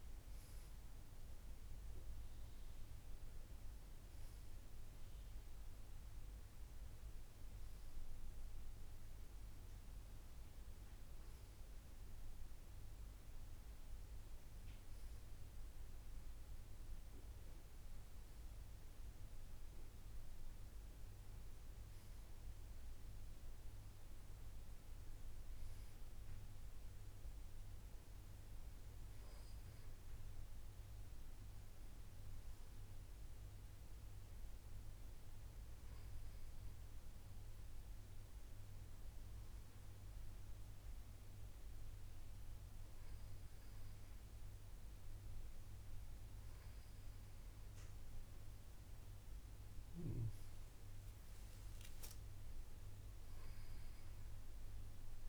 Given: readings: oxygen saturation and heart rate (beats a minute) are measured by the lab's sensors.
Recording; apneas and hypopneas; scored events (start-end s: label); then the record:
breathing in sleep, hard to hear, by a room microphone; none
none scored
From the record:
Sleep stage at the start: N2 (light sleep); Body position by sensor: on the back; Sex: male